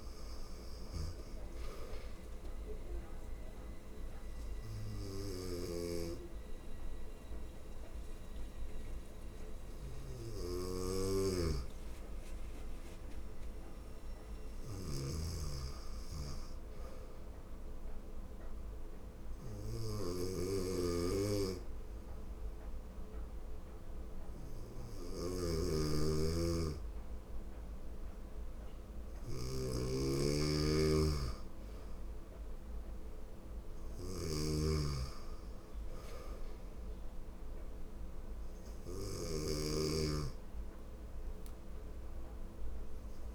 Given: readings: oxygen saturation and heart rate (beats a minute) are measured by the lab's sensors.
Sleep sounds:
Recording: breathing in sleep by a room microphone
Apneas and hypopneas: 1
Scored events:
0.00-1.00 s: arousal
0.00-16.50 s: oxygen desaturation (device-marked, oxygen 91% lowest, heart rate 81 extreme)
0.00-43.35 s: snoring (device-marked)
18.00-28.50 s: hypopnea (oxygen 97% before, 91% lowest, heart rate 81 before, 81 extreme, up 1 after)
30.00-33.50 s: arousal
38.50-43.35 s: oxygen desaturation (device-marked, oxygen 94% before, 91% lowest, heart rate 82 before, 81 extreme)
From the record:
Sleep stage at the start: N2 (light sleep)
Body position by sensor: on the right side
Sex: female

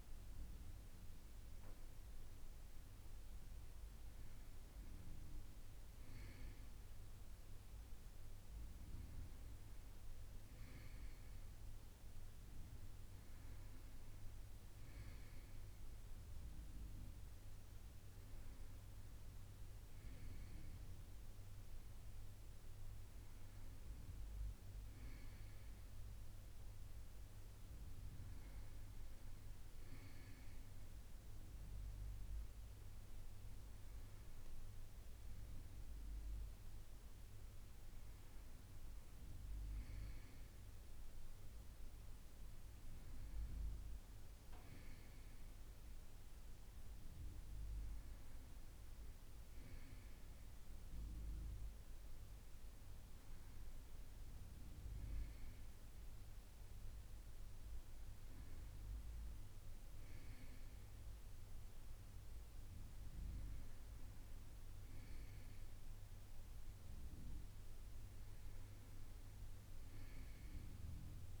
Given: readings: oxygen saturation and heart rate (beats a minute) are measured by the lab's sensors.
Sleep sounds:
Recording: a person awake in a sleep study, hard to hear, by a room microphone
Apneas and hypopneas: none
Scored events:
none scored
From the record:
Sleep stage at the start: awake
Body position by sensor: on the right side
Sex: male

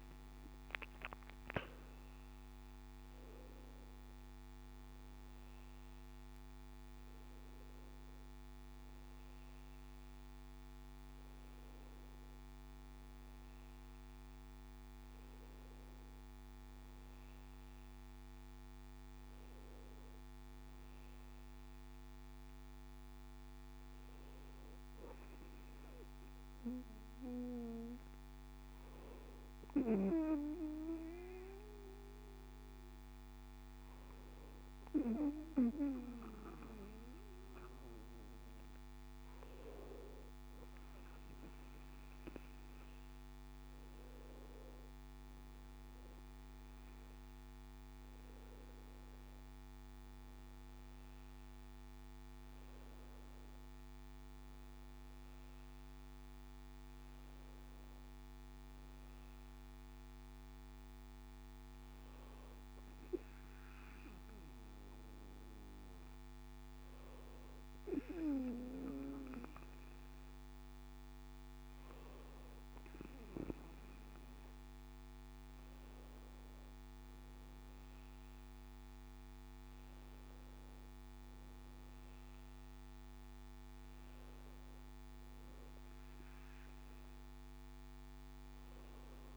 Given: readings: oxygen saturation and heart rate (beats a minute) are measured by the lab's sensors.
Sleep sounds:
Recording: breathing in sleep by a microphone on the trachea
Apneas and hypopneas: none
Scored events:
none scored
From the record:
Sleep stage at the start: N2 (light sleep)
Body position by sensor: on the back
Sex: male

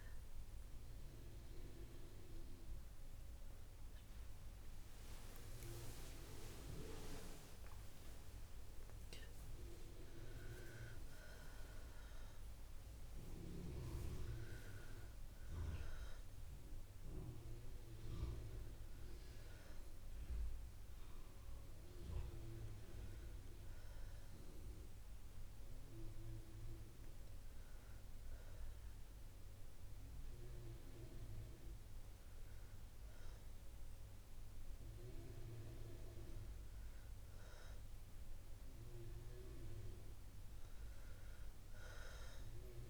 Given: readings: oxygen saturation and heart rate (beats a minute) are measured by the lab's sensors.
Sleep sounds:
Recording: breathing in sleep by a room microphone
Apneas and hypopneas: none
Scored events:
0.00-11.50 s: oxygen desaturation (device-marked, oxygen 90% lowest, heart rate 61 extreme)
25.50-42.90 s: new sleep stage, N2 (light sleep)
35.50-42.90 s: oxygen desaturation (device-marked, oxygen 96% before, 92% lowest, heart rate 63 before, 59 extreme)
From the record:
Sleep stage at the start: N1 (lightest sleep)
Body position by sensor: on the back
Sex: female

